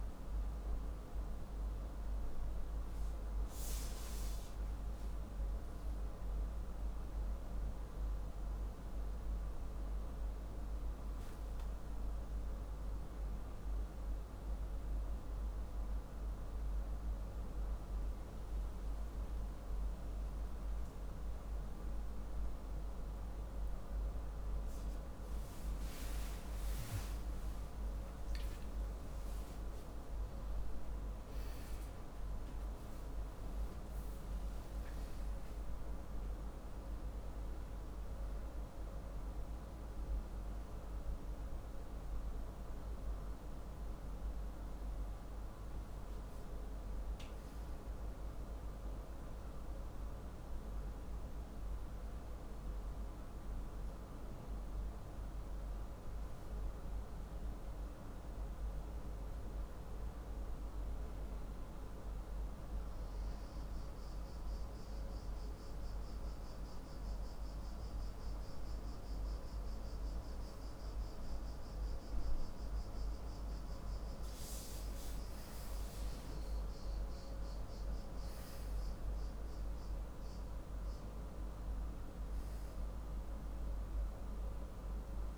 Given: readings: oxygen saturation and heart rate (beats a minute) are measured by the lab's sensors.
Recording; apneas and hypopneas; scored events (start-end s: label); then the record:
breathing in sleep, hard to hear, by a room microphone; 2
0.00-4.00 s: oxygen desaturation (device-marked, oxygen 93% lowest, heart rate 52 extreme)
15.00-25.00 s: central apnea (oxygen 96% before, 93% lowest, heart rate 60 before, 52 extreme, up 10 after)
27.50-32.00 s: arousal
52.50-66.50 s: hypopnea (oxygen 96% before, 93% lowest, heart rate 65 before, 50 extreme, up 6 after)
69.00-72.50 s: arousal
From the record:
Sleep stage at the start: N2 (light sleep); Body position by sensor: on the back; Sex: male